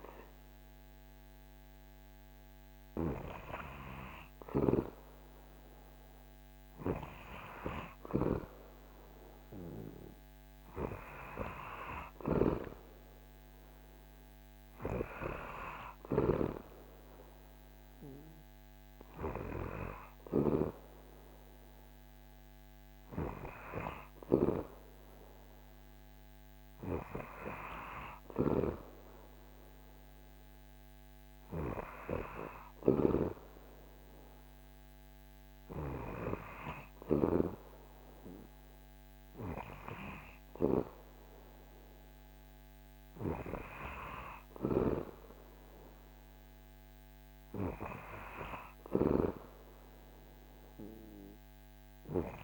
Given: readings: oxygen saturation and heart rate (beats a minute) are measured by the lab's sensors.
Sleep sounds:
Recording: breathing in sleep by a microphone on the trachea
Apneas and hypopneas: none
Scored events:
11.50-16.00 s: snoring (device-marked)
From the record:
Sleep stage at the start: REM sleep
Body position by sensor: on the back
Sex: male

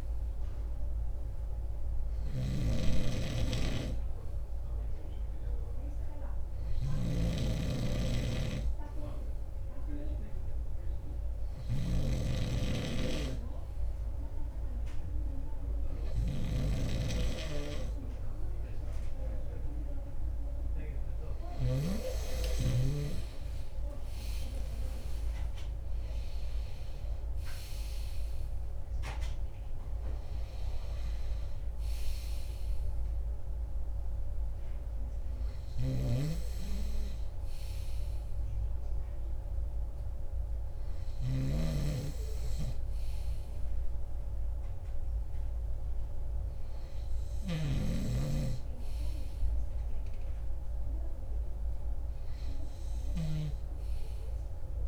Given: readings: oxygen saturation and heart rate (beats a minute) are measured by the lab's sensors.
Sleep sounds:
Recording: breathing in sleep by a room microphone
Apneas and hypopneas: none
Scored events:
7.00-22.00 s: snoring (device-marked)
24.00-28.00 s: arousal
47.50-54.88 s: snoring (device-marked)
From the record:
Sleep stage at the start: N2 (light sleep)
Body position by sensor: on the right side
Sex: male

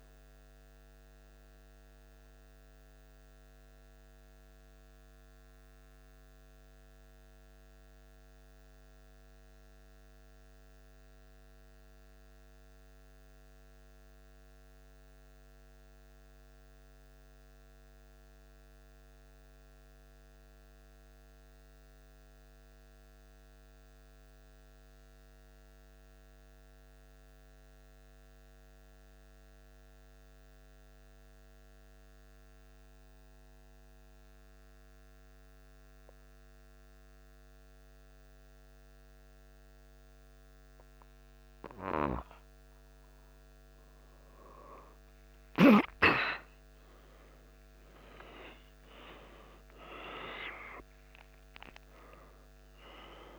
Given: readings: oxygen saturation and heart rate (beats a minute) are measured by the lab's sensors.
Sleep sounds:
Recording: breathing in sleep by a microphone on the trachea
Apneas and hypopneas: 1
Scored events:
7.50-41.50 s: mixed apnea (oxygen 96% before, 93% lowest, heart rate 77 before, 74 extreme, up 3 after)
45.50-50.50 s: arousal
From the record:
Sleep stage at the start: N2 (light sleep)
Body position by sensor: on the back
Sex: male

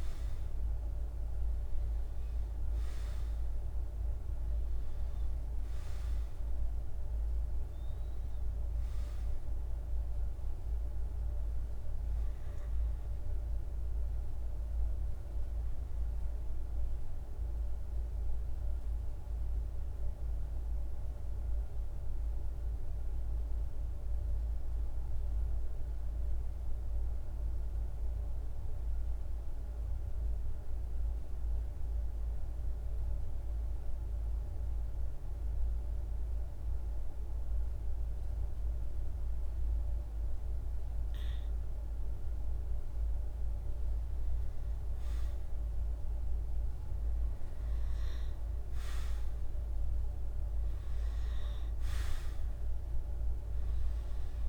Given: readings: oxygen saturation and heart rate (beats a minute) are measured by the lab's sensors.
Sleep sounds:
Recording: breathing in sleep, hard to hear, by a room microphone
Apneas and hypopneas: 1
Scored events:
0.00-25.00 s: oxygen desaturation (device-marked, oxygen 93% lowest, heart rate 52 extreme)
19.00-41.00 s: mixed apnea (oxygen 98% before, 91% lowest, heart rate 56 before, 52 extreme, up 2 after)
43.50-48.50 s: arousal
44.00-54.49 s: oxygen desaturation (device-marked, oxygen 98% before, 91% lowest, heart rate 53 before, 52 extreme)
From the record:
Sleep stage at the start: REM sleep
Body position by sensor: on the back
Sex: male

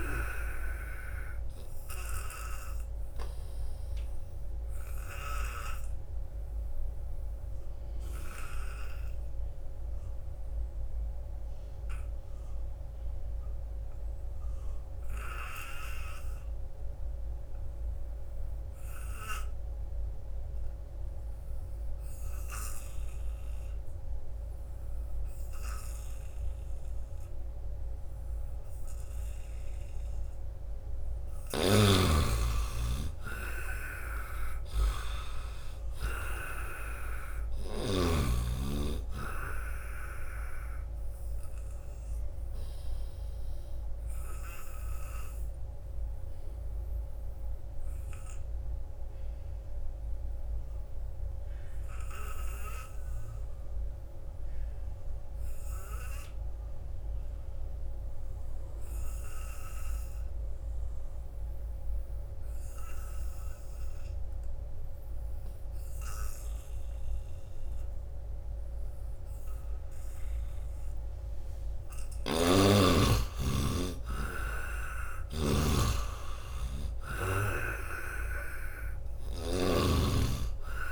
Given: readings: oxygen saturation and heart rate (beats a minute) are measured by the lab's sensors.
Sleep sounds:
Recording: breathing in sleep by a room microphone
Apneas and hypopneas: 2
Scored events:
3.50-30.50 s: obstructive apnea (oxygen 93% before, 77% lowest, heart rate 77 before, 65 extreme, up 14 after)
10.50-19.50 s: oxygen desaturation (device-marked, oxygen 91% before, 83% lowest, heart rate 79 before, 65 extreme)
24.50-56.50 s: oxygen desaturation (device-marked, oxygen 97% before, 77% lowest, heart rate 82 before, 65 extreme)
31.50-38.00 s: snoring (device-marked)
32.50-36.50 s: arousal
43.50-71.00 s: obstructive apnea (oxygen 97% before, 77% lowest, heart rate 77 before, 66 extreme, up 16 after)
58.50-80.92 s: oxygen desaturation (device-marked, oxygen 98% before, 78% lowest, heart rate 83 before, 62 extreme)
72.00-75.50 s: snoring (device-marked)
73.00-76.50 s: arousal
From the record:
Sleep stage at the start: N2 (light sleep)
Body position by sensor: on the back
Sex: male

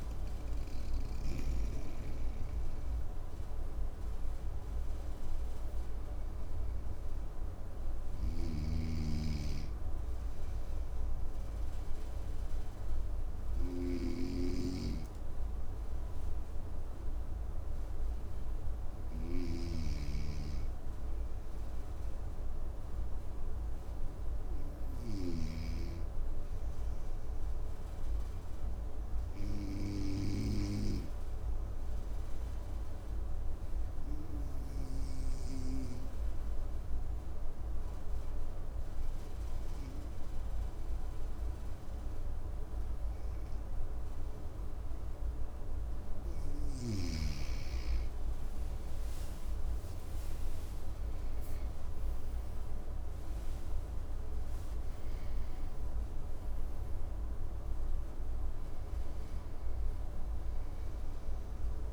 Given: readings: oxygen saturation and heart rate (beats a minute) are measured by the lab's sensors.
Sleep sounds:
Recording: breathing in sleep by a room microphone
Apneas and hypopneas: 1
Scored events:
7.50-30.00 s: snoring (device-marked)
27.00-46.00 s: obstructive apnea (oxygen 98% before, 95% lowest, heart rate 58 before, 55 extreme, up 10 after)
48.50-53.50 s: arousal
From the record:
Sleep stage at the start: N2 (light sleep)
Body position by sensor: on the right side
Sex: male

